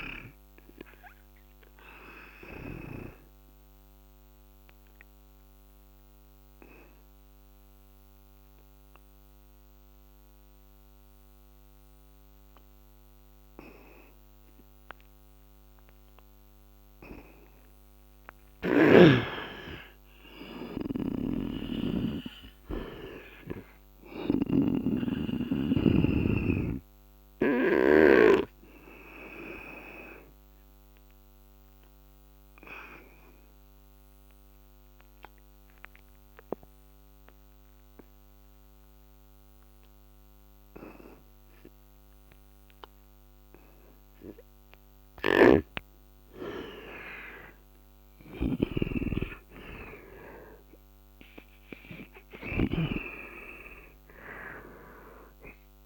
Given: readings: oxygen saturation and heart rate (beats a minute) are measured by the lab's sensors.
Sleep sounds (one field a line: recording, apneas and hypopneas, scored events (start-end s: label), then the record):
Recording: breathing in sleep by a microphone on the trachea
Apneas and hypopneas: 2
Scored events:
0.50-17.00 s: obstructive apnea (oxygen 97% before, 90% lowest, heart rate 72 before, 71 extreme, up 5 after)
13.50-26.50 s: oxygen desaturation (device-marked, oxygen 94% before, 90% lowest, heart rate 77 before, 72 extreme)
18.50-21.50 s: arousal
20.50-24.00 s: snoring (device-marked)
30.50-45.00 s: obstructive apnea (oxygen 95% before, 90% lowest, heart rate 74 before, 70 extreme, up 10 after)
41.50-53.50 s: oxygen desaturation (device-marked, oxygen 95% before, 90% lowest, heart rate 76 before, 68 extreme)
44.50-55.85 s: snoring (device-marked)
46.50-50.00 s: arousal
From the record:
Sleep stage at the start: N2 (light sleep)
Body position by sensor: on the right side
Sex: male